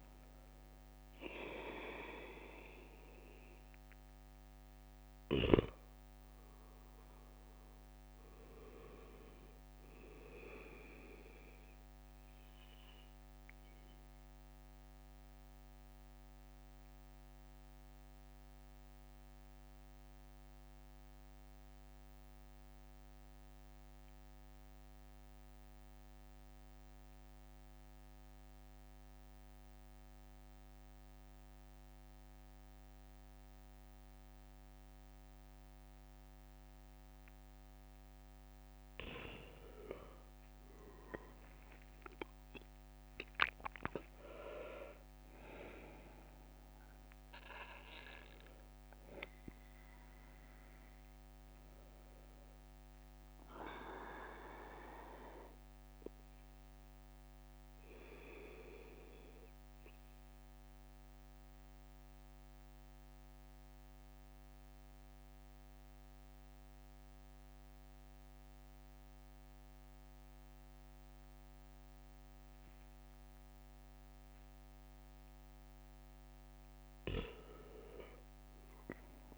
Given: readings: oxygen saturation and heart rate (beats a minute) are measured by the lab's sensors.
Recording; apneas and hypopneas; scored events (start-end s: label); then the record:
breathing in sleep by a microphone on the trachea; 2
0.00-3.00 s: oxygen desaturation (device-marked, oxygen 91% lowest, heart rate 64 extreme)
7.00-41.00 s: mixed apnea (oxygen 97% before, 91% lowest, heart rate 67 before, 61 extreme, up 8 after)
38.00-56.00 s: oxygen desaturation (device-marked, oxygen 98% before, 92% lowest, heart rate 66 before, 61 extreme)
40.50-43.50 s: leg movement (device-marked)
42.50-46.50 s: arousal
53.50-74.00 s: obstructive apnea (oxygen 98% before, 90% lowest, heart rate 69 before, 61 extreme, up 6 after)
75.50-79.00 s: arousal
77.50-78.50 s: leg movement (device-marked)
From the record:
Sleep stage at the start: N2 (light sleep); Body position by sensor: on the back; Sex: male